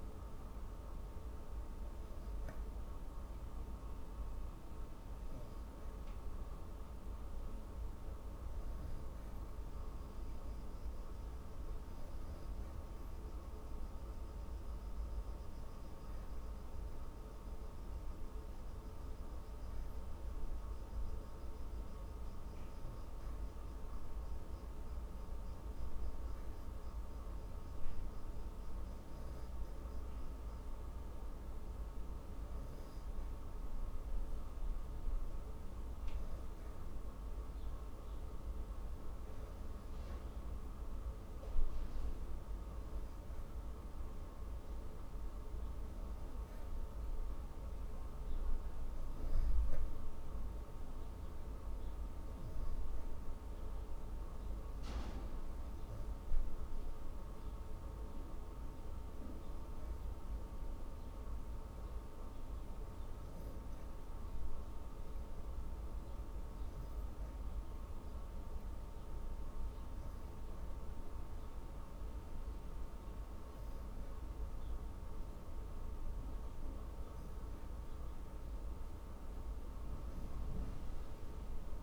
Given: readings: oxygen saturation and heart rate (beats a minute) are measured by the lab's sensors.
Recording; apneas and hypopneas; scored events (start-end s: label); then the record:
breathing in sleep, hard to hear, by a room microphone; none
26.00-81.83 s: new sleep stage, N3 (deep sleep)
From the record:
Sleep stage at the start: N2 (light sleep); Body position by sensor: on the back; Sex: female